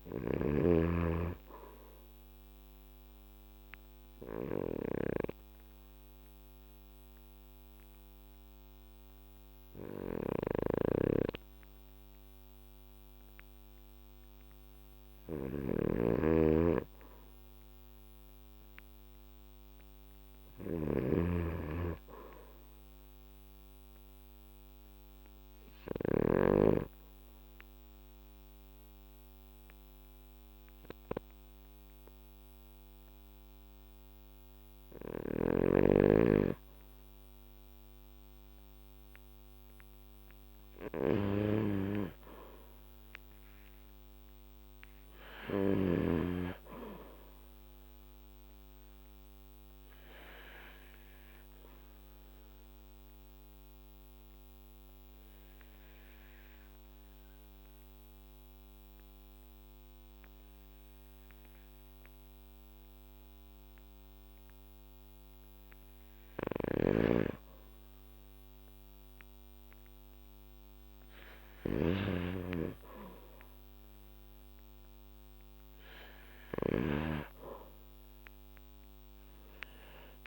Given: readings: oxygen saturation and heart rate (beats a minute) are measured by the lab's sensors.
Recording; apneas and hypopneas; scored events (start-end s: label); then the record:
breathing in sleep by a microphone on the trachea; 3
0.00-4.00 s: oxygen desaturation (device-marked, oxygen 92% lowest, heart rate 55 extreme)
0.00-26.00 s: snoring (device-marked)
3.00-14.50 s: obstructive apnea (oxygen 96% before, 91% lowest, heart rate 55 before, 55 extreme, up 1 after)
16.50-20.00 s: arousal
23.50-39.50 s: hypopnea (oxygen 96% before, 91% lowest, heart rate 56 before, 51 extreme, up 7 after)
35.00-46.00 s: snoring (device-marked)
41.00-45.50 s: arousal
49.50-66.50 s: obstructive apnea (oxygen 95% before, 91% lowest, heart rate 58 before, 51 extreme, up 7 after)
64.00-73.00 s: oxygen desaturation (device-marked, oxygen 95% before, 91% lowest, heart rate 56 before, 51 extreme)
66.50-77.00 s: snoring (device-marked)
72.50-76.50 s: arousal
From the record:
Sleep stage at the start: N2 (light sleep); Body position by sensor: on the back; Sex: male